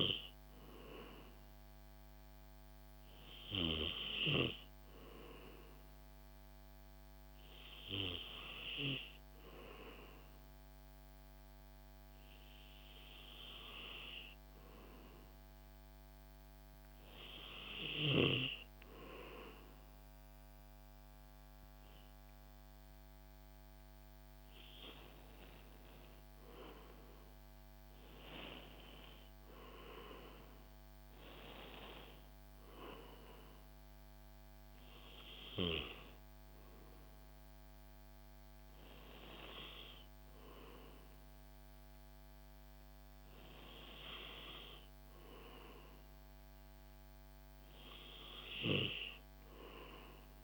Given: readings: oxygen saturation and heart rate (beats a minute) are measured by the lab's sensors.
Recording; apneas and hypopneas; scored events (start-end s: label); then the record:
breathing in sleep by a microphone on the trachea; none
none scored
From the record:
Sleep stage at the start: N2 (light sleep); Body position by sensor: on the back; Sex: male